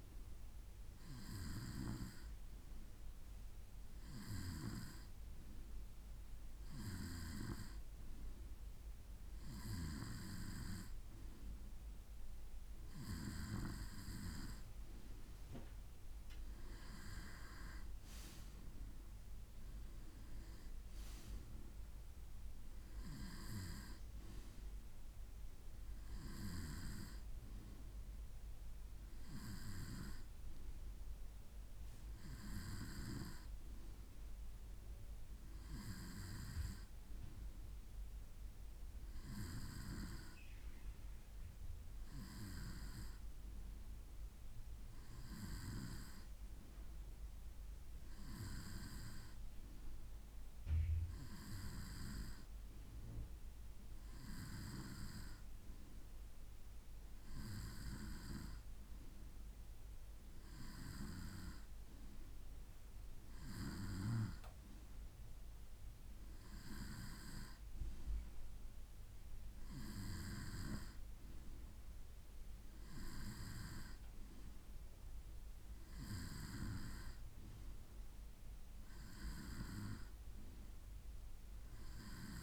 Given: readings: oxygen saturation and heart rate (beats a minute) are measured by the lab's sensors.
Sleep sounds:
breathing in sleep by a room microphone; none
none scored
From the record:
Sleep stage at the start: N2 (light sleep); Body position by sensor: on the right side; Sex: male

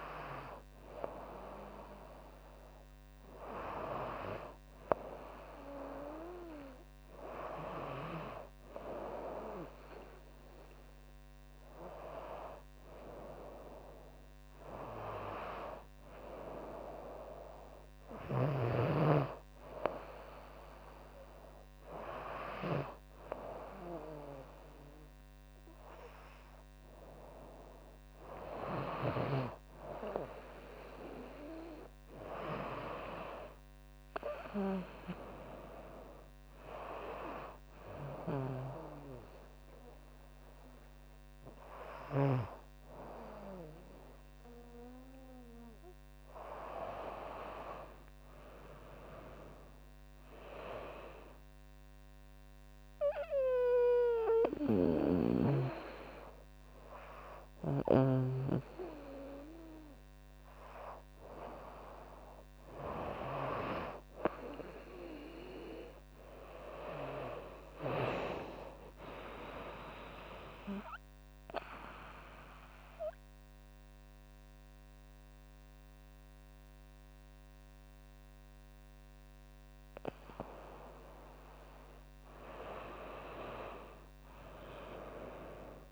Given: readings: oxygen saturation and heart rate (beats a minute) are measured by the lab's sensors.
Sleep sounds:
breathing in sleep by a microphone on the trachea; 2
28.00-32.00 s: arousal
32.00-36.00 s: tachycardia (device-marked, heart rate 83 before, 103 extreme)
32.50-34.50 s: long interval between heartbeats (device-marked, heart rate 82 before, 89 extreme)
36.00-38.00 s: long interval between heartbeats (device-marked, heart rate 84 before, 109 extreme)
45.00-48.50 s: arousal
50.50-61.50 s: obstructive apnea (oxygen 97% before, 95% lowest, heart rate 88 before, 70 extreme, up 10 after)
63.00-66.50 s: arousal
70.00-81.00 s: central apnea (oxygen 98% before, 95% lowest, heart rate 76 before, 70 extreme, up 9 after)
82.50-85.92 s: arousal
From the record:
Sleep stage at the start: N2 (light sleep); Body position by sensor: on the right side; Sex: female

